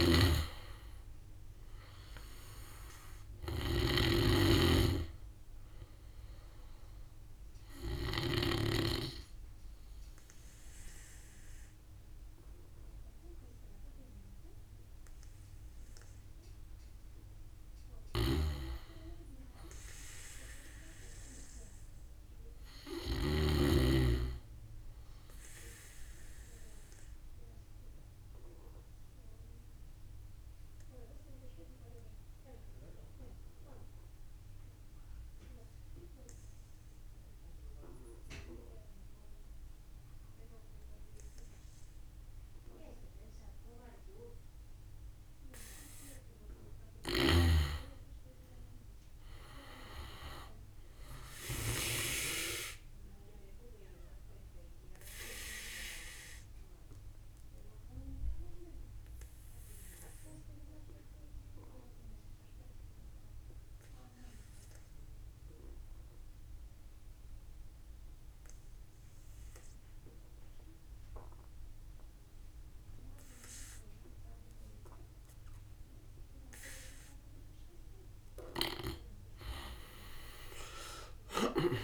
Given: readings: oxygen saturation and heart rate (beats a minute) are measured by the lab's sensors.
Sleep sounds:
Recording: breathing in sleep by a room microphone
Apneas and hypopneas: 3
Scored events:
0.00-8.00 s: snoring (device-marked)
0.00-16.50 s: oxygen desaturation (device-marked, oxygen 85% lowest, heart rate 49 extreme)
7.00-17.00 s: obstructive apnea (oxygen 97% before, 84% lowest, heart rate 60 before, 49 extreme, up 5 after)
17.50-23.50 s: snoring (device-marked)
19.50-23.00 s: arousal
27.00-45.50 s: obstructive apnea (oxygen 98% before, 83% lowest, heart rate 56 before, 49 extreme, up 15 after)
43.50-67.50 s: oxygen desaturation (device-marked, oxygen 95% before, 84% lowest, heart rate 53 before, 56 extreme)
47.00-49.50 s: arousal
49.50-69.50 s: drop in pulse transit time (device-marked, heart rate 54 before, 61 extreme)
52.00-76.50 s: obstructive apnea (oxygen 97% before, 83% lowest, heart rate 55 before, 47 extreme, up 15 after)
69.50-81.84 s: oxygen desaturation (device-marked, oxygen 96% before, 83% lowest, heart rate 64 before, 47 extreme)
78.00-81.50 s: snoring (device-marked)
80.00-81.84 s: arousal
From the record:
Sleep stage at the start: N2 (light sleep)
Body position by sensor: on the back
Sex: male

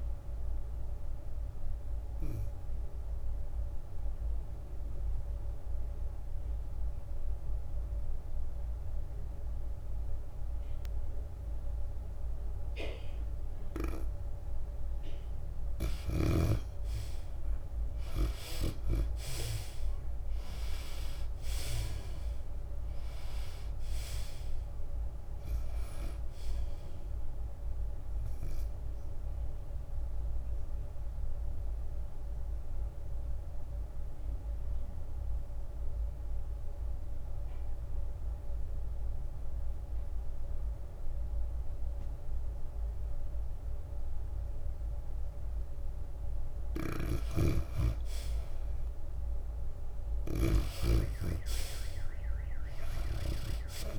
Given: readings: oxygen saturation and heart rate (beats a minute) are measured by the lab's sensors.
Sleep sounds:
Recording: breathing in sleep by a room microphone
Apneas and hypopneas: 2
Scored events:
0.00-5.50 s: tachycardia (device-marked, heart rate 110 extreme)
0.00-6.50 s: drop in pulse transit time (device-marked, heart rate 94 extreme)
0.00-13.50 s: oxygen desaturation (device-marked, oxygen 77% lowest, heart rate 93 extreme)
3.00-5.00 s: long interval between heartbeats (device-marked, heart rate 97 before, 109 extreme)
3.00-16.00 s: obstructive apnea (oxygen 96% before, 77% lowest, heart rate 97 before, 90 extreme, up 5 after)
18.00-21.00 s: arousal
23.50-38.50 s: drop in pulse transit time (device-marked, heart rate 98 before, 90 extreme)
23.50-41.50 s: oxygen desaturation (device-marked, oxygen 97% before, 82% lowest, heart rate 98 before, 84 extreme)
31.50-47.50 s: obstructive apnea (oxygen 97% before, 77% lowest, heart rate 97 before, 84 extreme, up 6 after)
42.50-44.50 s: long interval between heartbeats (device-marked, heart rate 96 before, 89 extreme)
47.50-51.50 s: snoring (device-marked)
50.00-53.98 s: arousal
From the record:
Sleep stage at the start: N2 (light sleep)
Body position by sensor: on the back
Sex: female

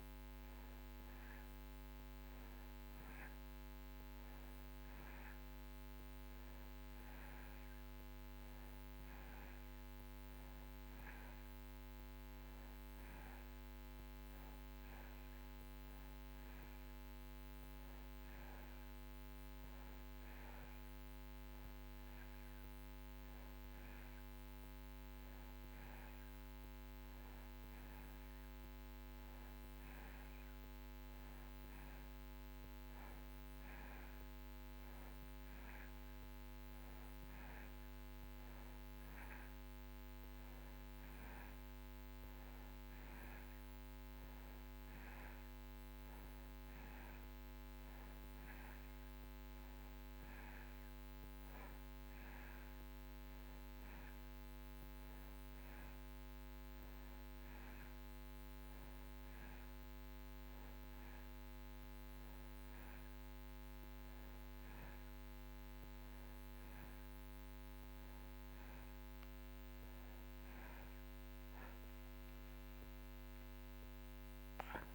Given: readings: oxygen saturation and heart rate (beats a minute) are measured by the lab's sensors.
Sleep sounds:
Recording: breathing in sleep, hard to hear, by a microphone on the trachea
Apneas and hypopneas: none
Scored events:
none scored
From the record:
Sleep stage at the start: N2 (light sleep)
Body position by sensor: on the back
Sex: male

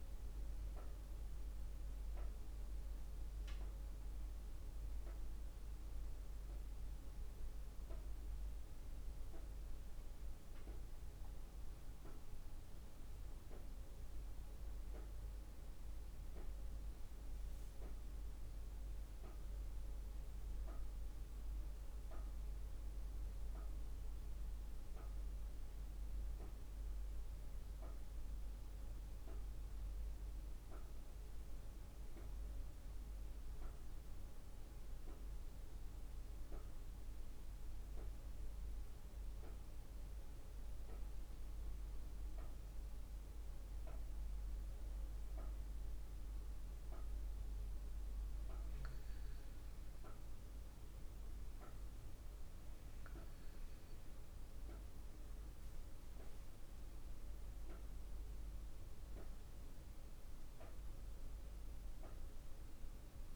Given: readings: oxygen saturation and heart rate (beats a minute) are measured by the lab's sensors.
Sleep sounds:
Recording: breathing in sleep, hard to hear, by a room microphone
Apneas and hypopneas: 1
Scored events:
0.00-7.50 s: oxygen desaturation (device-marked, oxygen 94% lowest, heart rate 52 extreme)
20.00-51.50 s: hypopnea (oxygen 97% before, 95% lowest, heart rate 57 before, 52 extreme, up 6 after)
53.50-57.50 s: arousal
From the record:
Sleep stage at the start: N2 (light sleep)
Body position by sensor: on the back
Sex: female

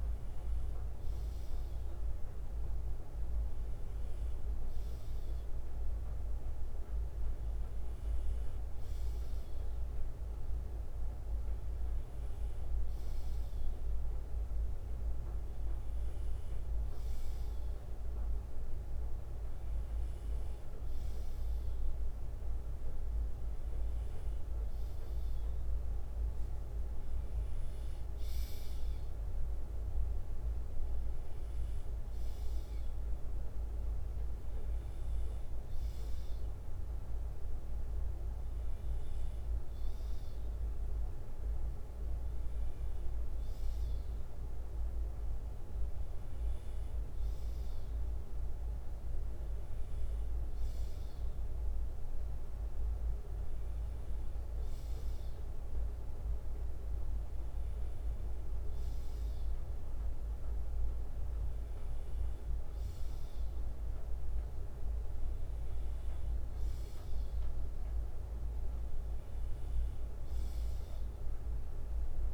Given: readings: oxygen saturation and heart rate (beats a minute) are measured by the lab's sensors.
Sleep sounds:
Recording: breathing in sleep, hard to hear, by a room microphone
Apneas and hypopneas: none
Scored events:
34.50-40.50 s: bradycardia (device-marked, heart rate 61 before, 59 extreme)
49.50-51.50 s: bradycardia (device-marked, heart rate 61 before, 61 extreme)
57.50-67.50 s: bradycardia (device-marked, heart rate 61 before, 59 extreme)
From the record:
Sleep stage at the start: N2 (light sleep)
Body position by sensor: on the left side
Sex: male

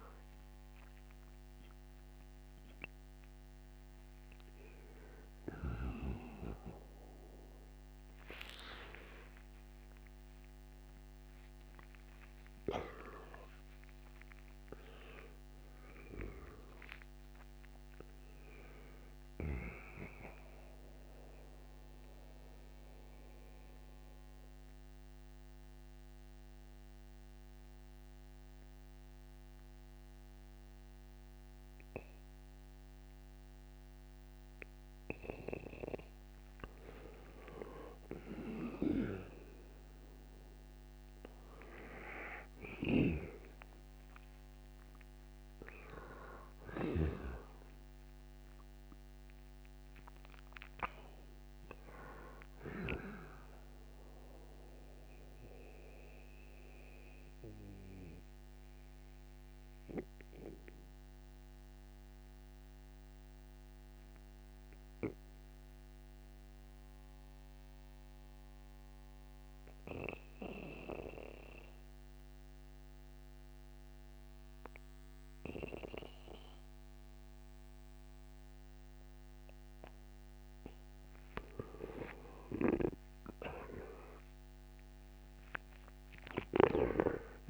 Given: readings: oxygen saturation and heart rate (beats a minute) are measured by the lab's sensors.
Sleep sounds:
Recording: breathing in sleep by a microphone on the trachea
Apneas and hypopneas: 2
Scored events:
3.50-27.50 s: oxygen desaturation (device-marked, oxygen 95% before, 90% lowest, heart rate 75 before, 58 extreme)
16.50-20.00 s: arousal
22.00-35.00 s: mixed apnea (oxygen 95% before, 90% lowest, heart rate 94 before, 58 extreme, up 6 after)
38.00-43.50 s: arousal
42.50-47.00 s: snoring (device-marked)
47.50-64.50 s: oxygen desaturation (device-marked, oxygen 96% before, 90% lowest, heart rate 66 before, 61 extreme)
55.50-80.50 s: mixed apnea (oxygen 96% before, 86% lowest, heart rate 78 before, 61 extreme, up 34 after)
59.50-87.50 s: new sleep stage, N2 (light sleep)
82.50-85.50 s: arousal
83.50-87.50 s: oxygen desaturation (device-marked, oxygen 97% before, 86% lowest, heart rate 65 before, 62 extreme)
86.00-87.50 s: snoring (device-marked)
From the record:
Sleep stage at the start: N1 (lightest sleep)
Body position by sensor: on the right side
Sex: male

